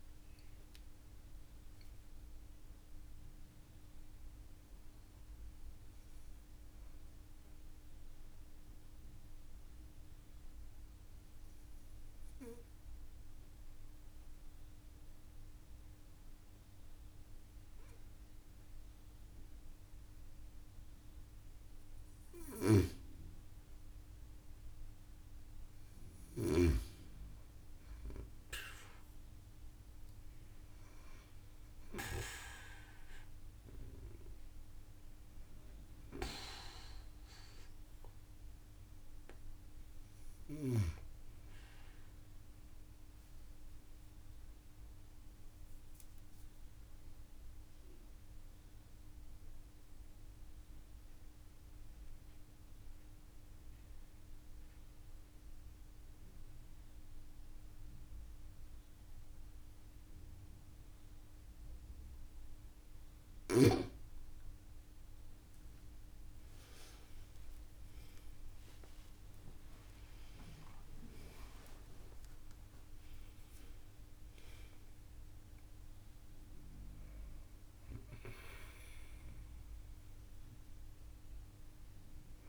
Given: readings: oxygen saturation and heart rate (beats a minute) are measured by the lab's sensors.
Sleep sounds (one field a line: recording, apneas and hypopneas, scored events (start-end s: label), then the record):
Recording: breathing in sleep by a room microphone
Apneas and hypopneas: 2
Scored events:
0.00-4.50 s: oxygen desaturation (device-marked, oxygen 92% lowest)
7.00-22.00 s: obstructive apnea (oxygen 97% before, 93% lowest)
22.00-26.50 s: snoring (device-marked)
25.00-28.50 s: arousal
30.00-32.00 s: long interval between heartbeats (device-marked)
32.50-57.50 s: oxygen desaturation (device-marked, oxygen 97% before, 93% lowest)
42.00-63.00 s: mixed apnea (oxygen 97% before, 93% lowest)
65.00-67.00 s: long interval between heartbeats (device-marked)
65.50-71.50 s: arousal
69.50-71.50 s: long interval between heartbeats (device-marked)
From the record:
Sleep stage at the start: N2 (light sleep)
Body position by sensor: on the back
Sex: female